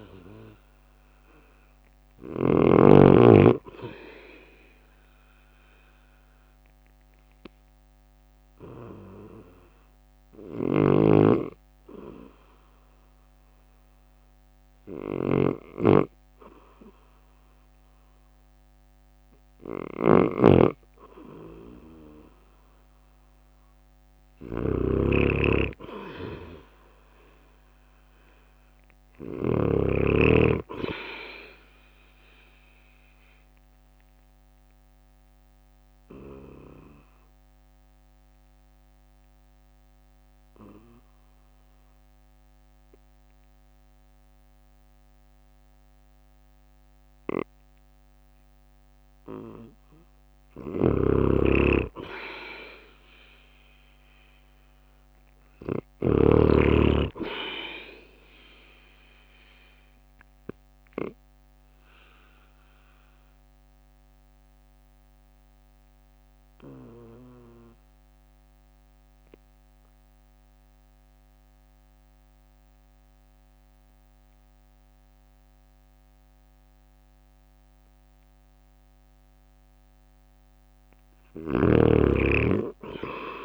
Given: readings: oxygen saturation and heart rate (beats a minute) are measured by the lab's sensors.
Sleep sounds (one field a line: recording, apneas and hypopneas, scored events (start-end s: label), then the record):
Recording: breathing in sleep by a microphone on the trachea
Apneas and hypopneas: 3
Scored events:
0.00-2.50 s: snoring (device-marked)
4.00-18.00 s: hypopnea (oxygen 99% before, 94% lowest, heart rate 56 before, 52 extreme, up 4 after)
20.00-24.00 s: arousal
26.00-39.00 s: oxygen desaturation (device-marked, oxygen 97% before, 94% lowest, heart rate 56 before, 52 extreme)
27.00-40.00 s: drop in pulse transit time (device-marked, heart rate 56 before, 54 extreme)
32.50-48.00 s: obstructive apnea (oxygen 98% before, 94% lowest, heart rate 57 before, 51 extreme, up 6 after)
50.00-54.00 s: arousal
55.00-69.00 s: drop in pulse transit time (device-marked, heart rate 55 before, 51 extreme)
60.00-77.00 s: obstructive apnea (oxygen 98% before, 94% lowest, heart rate 55 before, 51 extreme, up 6 after)
80.00-83.45 s: arousal
81.00-83.45 s: snoring (device-marked)
From the record:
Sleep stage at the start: N2 (light sleep)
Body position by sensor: on the right side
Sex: male